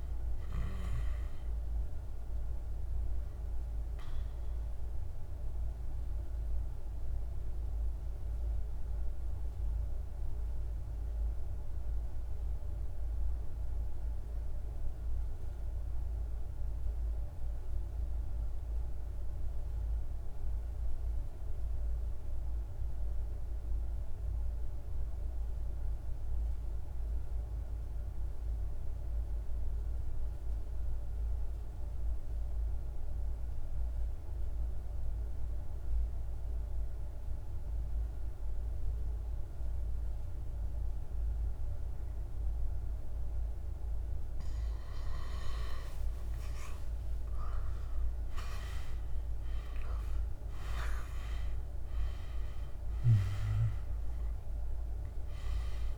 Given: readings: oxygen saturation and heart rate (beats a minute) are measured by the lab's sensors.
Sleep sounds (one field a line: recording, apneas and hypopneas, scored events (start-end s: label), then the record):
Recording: breathing in sleep by a room microphone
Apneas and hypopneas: 1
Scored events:
0.00-13.00 s: oxygen desaturation (device-marked, oxygen 87% lowest, heart rate 46 extreme)
2.50-42.50 s: mixed apnea (oxygen 97% before, 86% lowest, heart rate 55 before, 43 extreme, up 5 after)
32.00-55.98 s: oxygen desaturation (device-marked, oxygen 99% before, 86% lowest, heart rate 48 before, 43 extreme)
45.00-49.50 s: arousal
From the record:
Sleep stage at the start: N2 (light sleep)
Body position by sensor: on the back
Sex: male